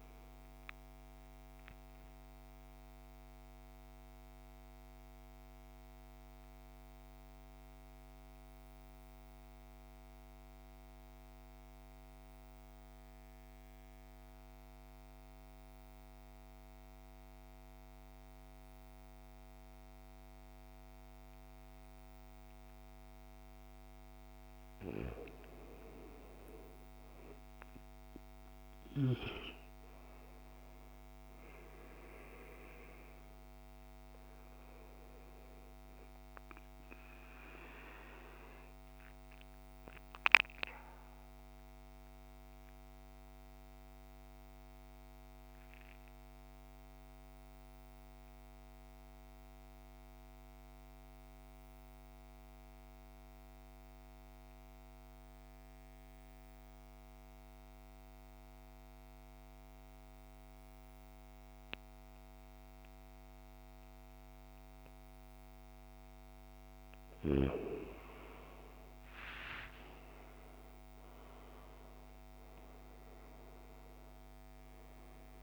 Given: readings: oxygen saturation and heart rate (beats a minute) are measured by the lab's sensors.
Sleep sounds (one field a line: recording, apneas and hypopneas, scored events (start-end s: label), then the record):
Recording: breathing in sleep, hard to hear, by a microphone on the trachea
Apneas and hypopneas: 2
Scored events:
0.00-21.50 s: oxygen desaturation (device-marked, oxygen 77% lowest, heart rate 54 extreme)
0.50-23.00 s: central apnea (oxygen 98% before, 77% lowest, heart rate 67 before, 54 extreme, up 10 after)
26.00-29.50 s: arousal
28.50-49.50 s: oxygen desaturation (device-marked, oxygen 100% before, 85% lowest, heart rate 57 before, 52 extreme)
39.50-65.50 s: mixed apnea (oxygen 100% before, 80% lowest, heart rate 62 before, 52 extreme, up 17 after)
60.50-75.43 s: oxygen desaturation (device-marked, oxygen 99% before, 80% lowest, heart rate 55 before, 53 extreme)
67.50-72.50 s: arousal
From the record:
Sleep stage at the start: N2 (light sleep)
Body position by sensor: on the back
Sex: male